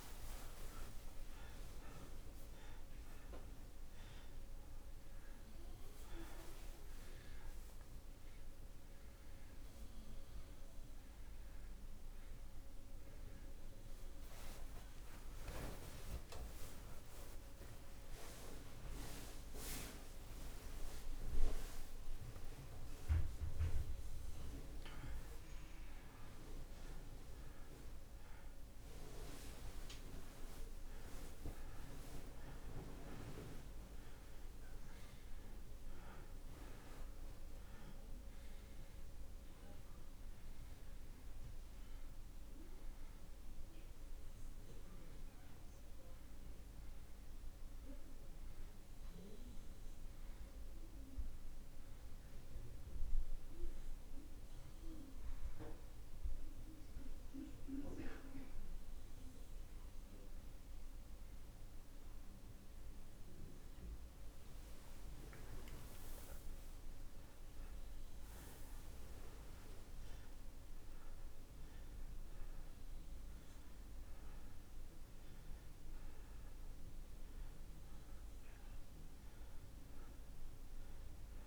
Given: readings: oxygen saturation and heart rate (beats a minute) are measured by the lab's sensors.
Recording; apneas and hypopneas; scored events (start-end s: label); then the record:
a person awake in a sleep study, by a room microphone; none
19.00-24.00 s: oxygen desaturation (device-marked, oxygen 95% before, 93% lowest)
36.00-63.00 s: oxygen desaturation (device-marked, oxygen 93% before, 84% lowest)
42.00-81.47 s: new sleep stage, N1 (lightest sleep)
From the record:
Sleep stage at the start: awake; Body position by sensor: on the back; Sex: male